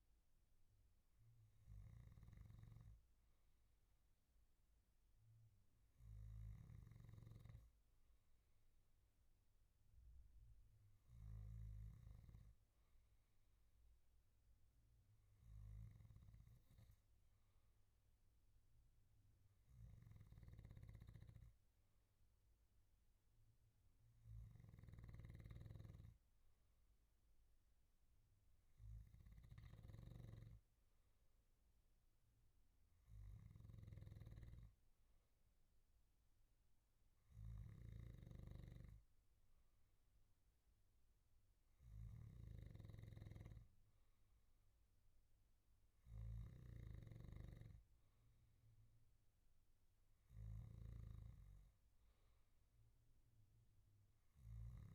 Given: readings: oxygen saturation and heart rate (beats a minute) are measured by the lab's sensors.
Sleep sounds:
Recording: breathing in sleep by a room microphone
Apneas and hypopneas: none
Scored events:
25.00-47.00 s: snoring (device-marked)
From the record:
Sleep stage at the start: N2 (light sleep)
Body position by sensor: on the back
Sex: male

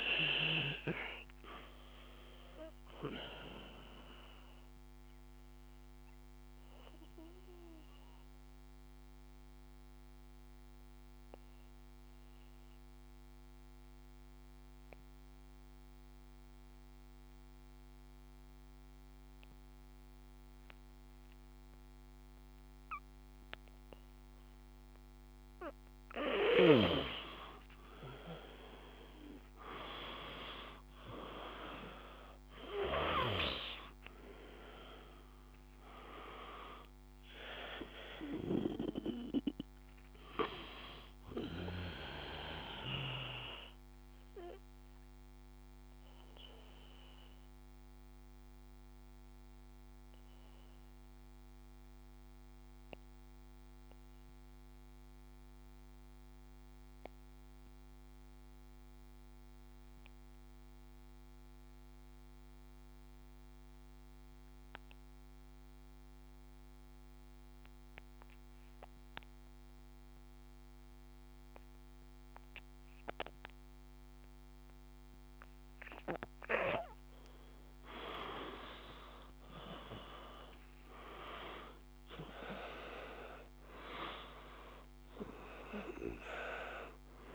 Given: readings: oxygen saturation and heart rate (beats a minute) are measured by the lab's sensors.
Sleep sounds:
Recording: breathing in sleep by a microphone on the trachea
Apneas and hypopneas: 2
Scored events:
0.00-14.00 s: oxygen desaturation (device-marked, oxygen 88% lowest, heart rate 52 extreme)
2.50-23.50 s: obstructive apnea (oxygen 97% before, 88% lowest, heart rate 54 before, 51 extreme, up 2 after)
26.50-30.50 s: arousal
31.00-60.00 s: oxygen desaturation (device-marked, oxygen 97% before, 90% lowest, heart rate 53 before, 49 extreme)
42.50-75.00 s: obstructive apnea (oxygen 98% before, 86% lowest, heart rate 55 before, 49 extreme, up 5 after)
71.00-87.35 s: oxygen desaturation (device-marked, oxygen 98% before, 86% lowest, heart rate 53 before, 49 extreme)
78.00-82.50 s: arousal
From the record:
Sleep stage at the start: N2 (light sleep)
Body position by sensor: on the back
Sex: male

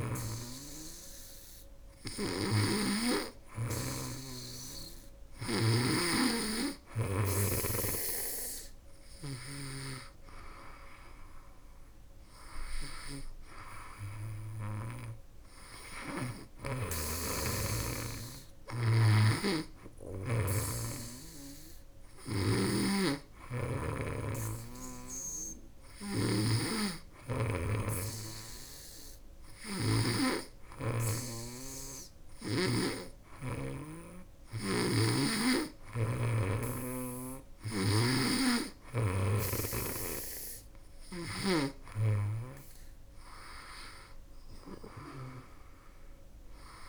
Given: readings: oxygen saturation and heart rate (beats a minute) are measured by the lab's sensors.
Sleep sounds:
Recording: breathing in sleep by a room microphone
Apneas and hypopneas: 1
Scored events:
0.00-5.00 s: snoring (device-marked)
13.50-17.50 s: arousal
16.50-20.00 s: snoring (device-marked)
21.00-33.00 s: hypopnea (oxygen 99% before, 96% lowest, heart rate 80 before, 75 extreme, up 2 after)
22.00-29.50 s: snoring (device-marked)
34.00-41.00 s: snoring (device-marked)
35.50-39.00 s: arousal
From the record:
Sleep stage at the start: N2 (light sleep)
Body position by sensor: on the back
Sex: female

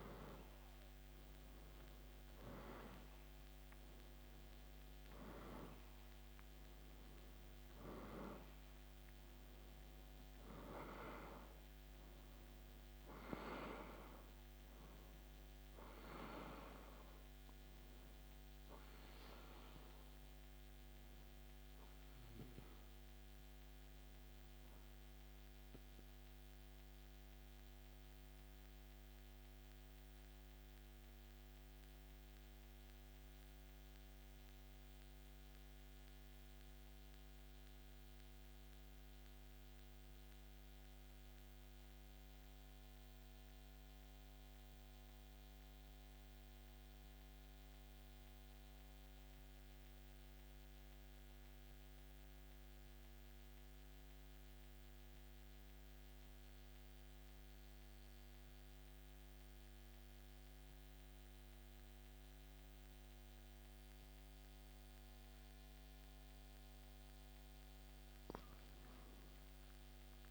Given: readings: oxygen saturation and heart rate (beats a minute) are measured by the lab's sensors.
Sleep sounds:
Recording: breathing in sleep by a microphone on the trachea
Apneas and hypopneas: 1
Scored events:
0.00-1.50 s: arousal
0.00-44.00 s: oxygen desaturation (device-marked, oxygen 85% lowest, heart rate 52 extreme)
27.50-65.50 s: mixed apnea (oxygen 93% before, 85% lowest, heart rate 57 before, 52 extreme, up 1 after)
68.50-70.31 s: arousal
From the record:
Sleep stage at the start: N2 (light sleep)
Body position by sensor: on the back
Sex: male

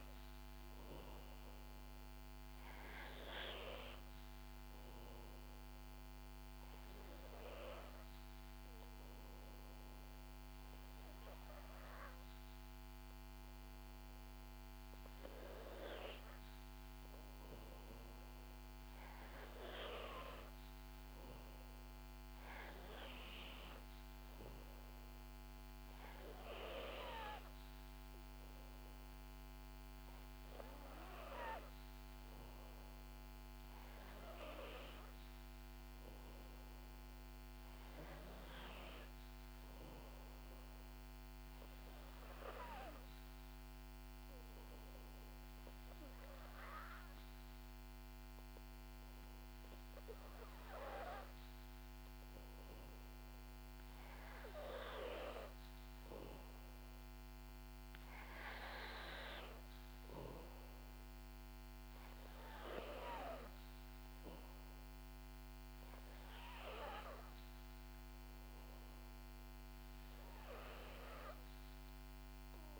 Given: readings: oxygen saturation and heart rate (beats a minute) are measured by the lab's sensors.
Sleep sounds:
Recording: breathing in sleep by a microphone on the trachea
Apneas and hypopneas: 2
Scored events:
0.00-1.50 s: long interval between heartbeats (device-marked, heart rate 64 extreme)
5.50-18.00 s: hypopnea (oxygen 93% before, 89% lowest, heart rate 66 before, 63 extreme, up 5 after)
21.00-25.00 s: arousal
42.50-56.00 s: hypopnea (oxygen 93% before, 89% lowest, heart rate 66 before, 64 extreme, up 5 after)
58.50-62.00 s: arousal
From the record:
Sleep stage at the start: N2 (light sleep)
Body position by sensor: on the back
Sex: female

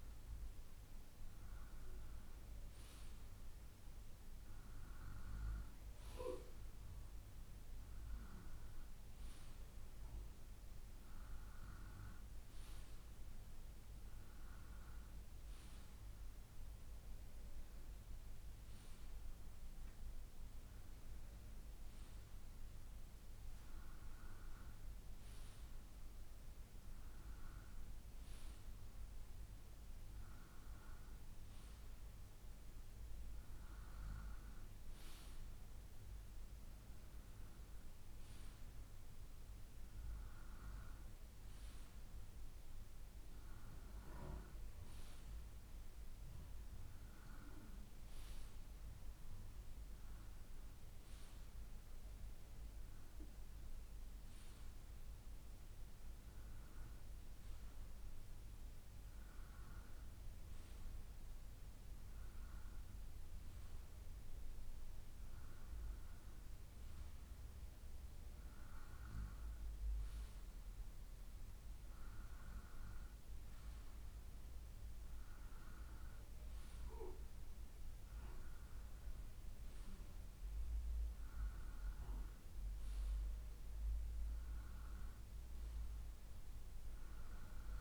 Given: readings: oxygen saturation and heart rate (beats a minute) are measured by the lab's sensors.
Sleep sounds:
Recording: breathing in sleep, hard to hear, by a room microphone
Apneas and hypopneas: none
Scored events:
0.00-1.50 s: bradycardia (device-marked, heart rate 61 extreme)
19.50-21.50 s: bradycardia (device-marked, heart rate 68 before, 62 extreme)
From the record:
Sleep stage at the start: N2 (light sleep)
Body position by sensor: on the right side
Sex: male

